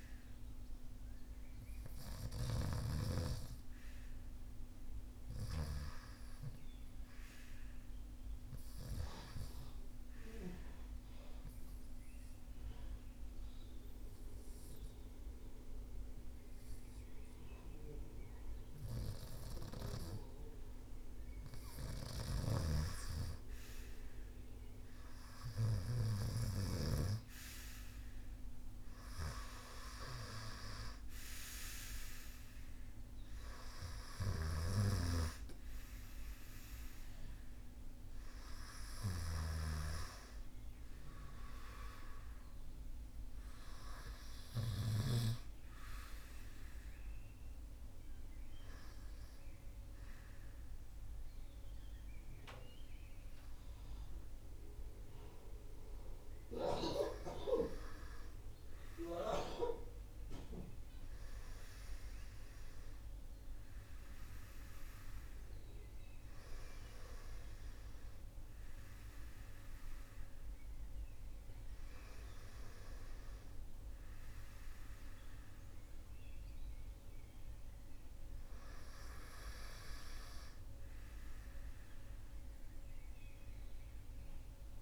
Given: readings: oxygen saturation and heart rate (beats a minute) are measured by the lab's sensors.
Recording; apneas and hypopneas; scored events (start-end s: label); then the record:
breathing in sleep by a room microphone; 2
10.50-22.00 s: obstructive apnea (oxygen 96% before, 88% lowest)
25.50-30.50 s: arousal
33.50-39.00 s: snoring (device-marked)
40.50-57.50 s: oxygen desaturation (device-marked, oxygen 95% before, 88% lowest)
46.50-57.50 s: hypopnea (oxygen 95% before, 88% lowest)
60.00-64.50 s: arousal
From the record:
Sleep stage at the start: REM sleep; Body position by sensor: on the front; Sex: male